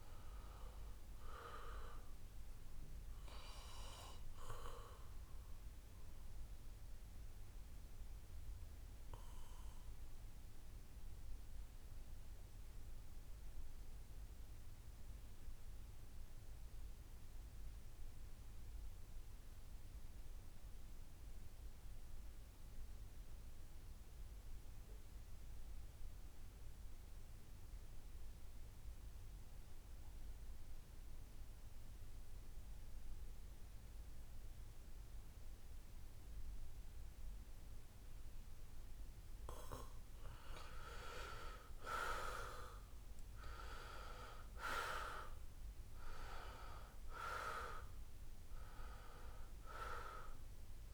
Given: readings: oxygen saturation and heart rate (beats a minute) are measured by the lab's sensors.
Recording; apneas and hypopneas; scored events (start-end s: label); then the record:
breathing in sleep by a room microphone; 1
0.00-14.00 s: oxygen desaturation (device-marked, oxygen 82% lowest, heart rate 65 extreme)
7.00-40.00 s: obstructive apnea (oxygen 95% before, 80% lowest, heart rate 70 before, 63 extreme, up 5 after)
27.00-50.94 s: oxygen desaturation (device-marked, oxygen 96% before, 80% lowest, heart rate 67 before, 63 extreme)
42.50-46.50 s: arousal
From the record:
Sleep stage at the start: N2 (light sleep); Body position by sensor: on the back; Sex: male